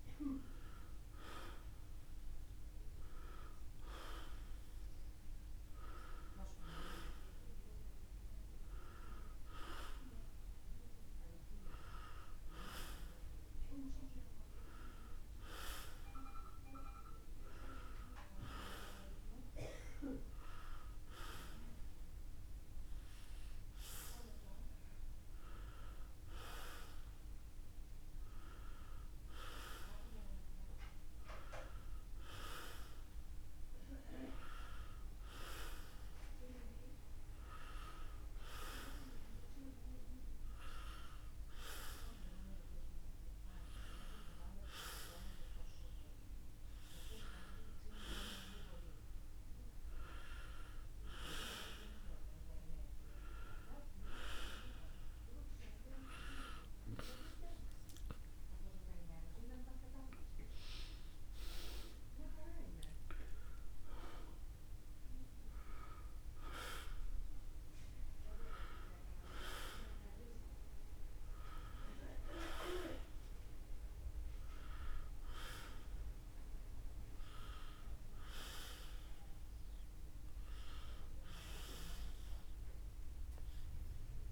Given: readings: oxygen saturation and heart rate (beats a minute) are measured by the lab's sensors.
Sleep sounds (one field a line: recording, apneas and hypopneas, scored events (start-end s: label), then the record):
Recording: a person awake in a sleep study, by a room microphone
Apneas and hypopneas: none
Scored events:
1.50-15.50 s: oxygen desaturation (device-marked, oxygen 96% before, 93% lowest, heart rate 72 before, 70 extreme)
81.50-84.32 s: new sleep stage, N1 (lightest sleep)
From the record:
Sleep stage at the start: awake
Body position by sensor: on the back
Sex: male